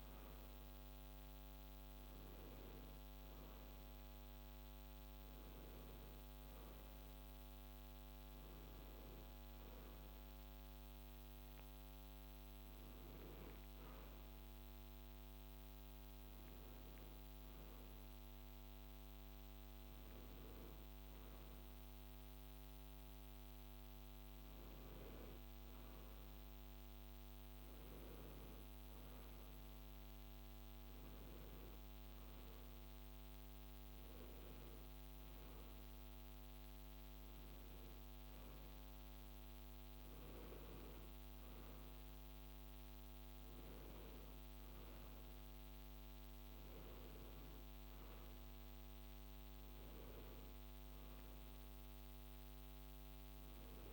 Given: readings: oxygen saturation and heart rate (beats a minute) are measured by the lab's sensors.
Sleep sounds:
breathing in sleep, hard to hear, by a microphone on the trachea; none
none scored
From the record:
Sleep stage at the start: N1 (lightest sleep); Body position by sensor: on the back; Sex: male

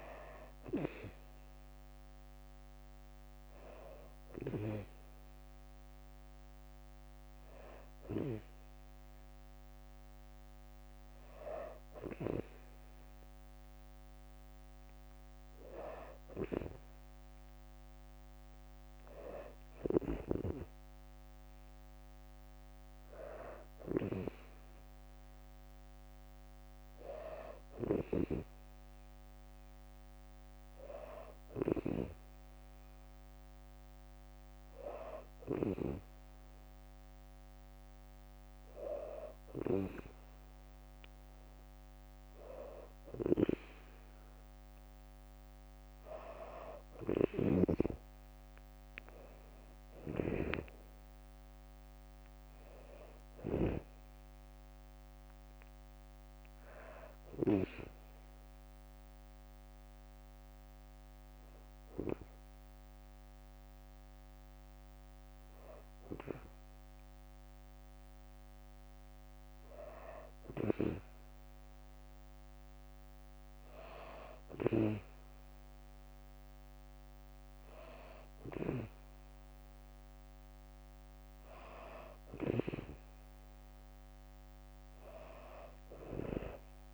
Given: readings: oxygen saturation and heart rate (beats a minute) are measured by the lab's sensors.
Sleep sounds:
breathing in sleep by a microphone on the trachea; none
46.50-53.00 s: snoring (device-marked)
53.50-64.50 s: drop in pulse transit time (device-marked, heart rate 65 before, 62 extreme)
From the record:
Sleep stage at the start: N2 (light sleep); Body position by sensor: on the back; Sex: female

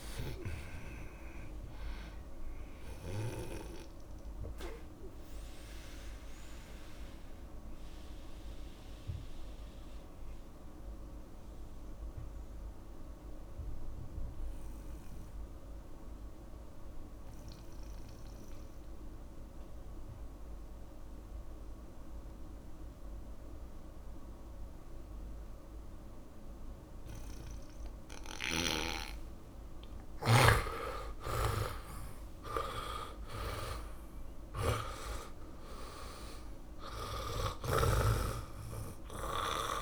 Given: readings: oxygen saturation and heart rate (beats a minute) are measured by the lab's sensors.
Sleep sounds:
breathing in sleep by a room microphone; 1
0.00-24.00 s: oxygen desaturation (device-marked, oxygen 75% lowest)
5.00-29.00 s: mixed apnea (oxygen 99% before, 75% lowest)
30.00-34.00 s: arousal
From the record:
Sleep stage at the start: N2 (light sleep); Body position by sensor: on the back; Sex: male

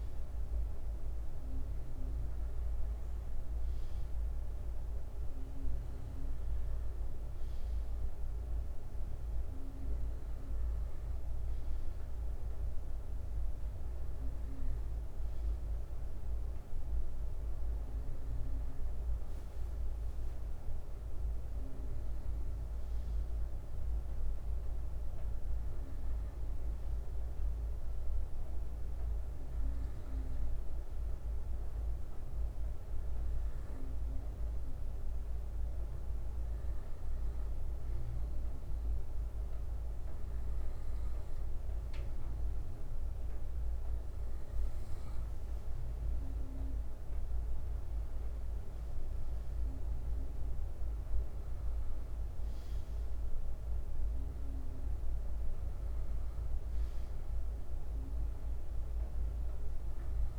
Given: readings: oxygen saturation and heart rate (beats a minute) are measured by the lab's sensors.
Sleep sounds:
breathing in sleep, hard to hear, by a room microphone; none
3.50-5.50 s: bradycardia (device-marked, heart rate 66 before, 65 extreme)
6.50-8.50 s: bradycardia (device-marked, heart rate 66 before, 59 extreme)
16.50-18.50 s: bradycardia (device-marked, heart rate 66 before, 59 extreme)
26.50-33.50 s: bradycardia (device-marked, heart rate 66 before, 58 extreme)
51.50-58.50 s: bradycardia (device-marked, heart rate 67 before, 52 extreme)
From the record:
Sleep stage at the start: N2 (light sleep); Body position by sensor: on the front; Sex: male

